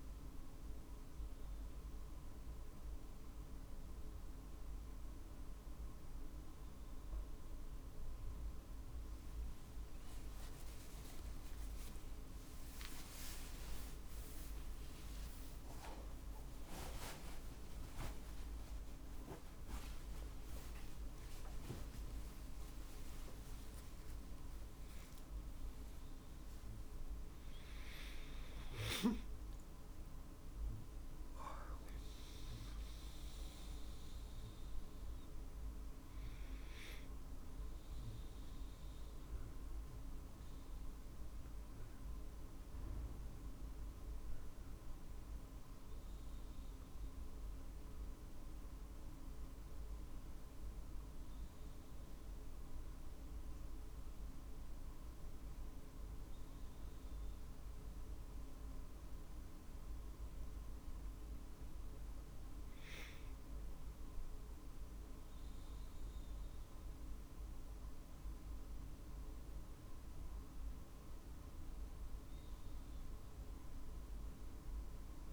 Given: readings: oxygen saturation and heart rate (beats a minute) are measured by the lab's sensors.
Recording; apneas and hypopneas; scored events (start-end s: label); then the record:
a person awake in a sleep study, hard to hear, by a room microphone; none
19.00-44.00 s: drop in pulse transit time (device-marked, heart rate 51 before, 52 extreme)
41.00-75.33 s: new sleep stage, N1 (lightest sleep)
From the record:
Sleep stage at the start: awake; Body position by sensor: on the right side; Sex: male